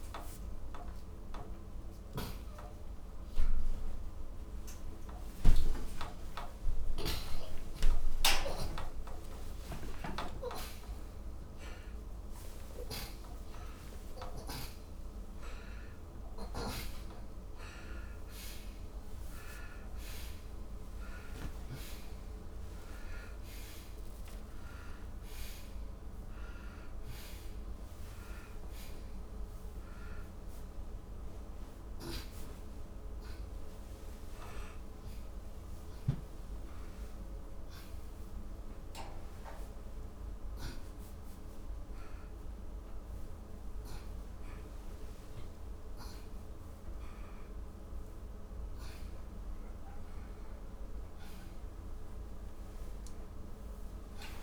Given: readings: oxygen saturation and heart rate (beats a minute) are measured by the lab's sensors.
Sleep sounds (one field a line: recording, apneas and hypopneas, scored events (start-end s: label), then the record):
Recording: a person awake in a sleep study, by a room microphone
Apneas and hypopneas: none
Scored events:
2.00-13.00 s: snoring (device-marked)
From the record:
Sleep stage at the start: awake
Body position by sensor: upright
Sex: male